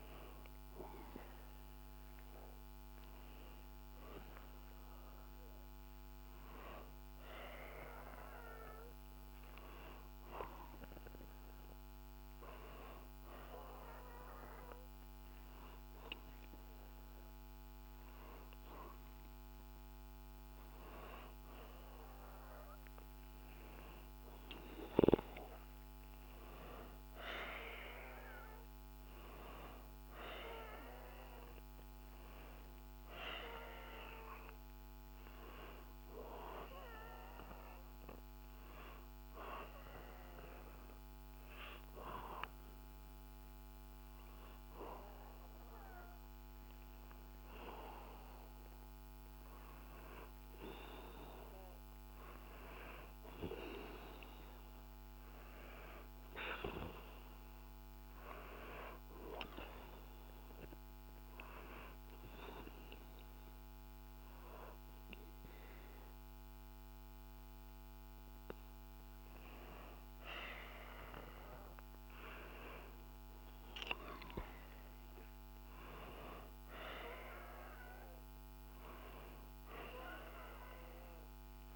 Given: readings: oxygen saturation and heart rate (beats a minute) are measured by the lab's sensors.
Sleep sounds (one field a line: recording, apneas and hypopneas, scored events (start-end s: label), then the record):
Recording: breathing in sleep by a microphone on the trachea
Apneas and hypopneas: 3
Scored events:
8.50-20.50 s: hypopnea (oxygen 95% before, 92% lowest, heart rate 65 before, 62 extreme, up 0 after)
25.50-30.50 s: arousal
39.50-50.50 s: obstructive apnea (oxygen 95% before, 92% lowest, heart rate 63 before, 62 extreme)
52.00-55.50 s: arousal
59.00-70.50 s: hypopnea (oxygen 95% before, 93% lowest, heart rate 63 before, 63 extreme, up 1 after)
73.00-76.50 s: arousal
From the record:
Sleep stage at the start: N2 (light sleep)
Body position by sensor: on the back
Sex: male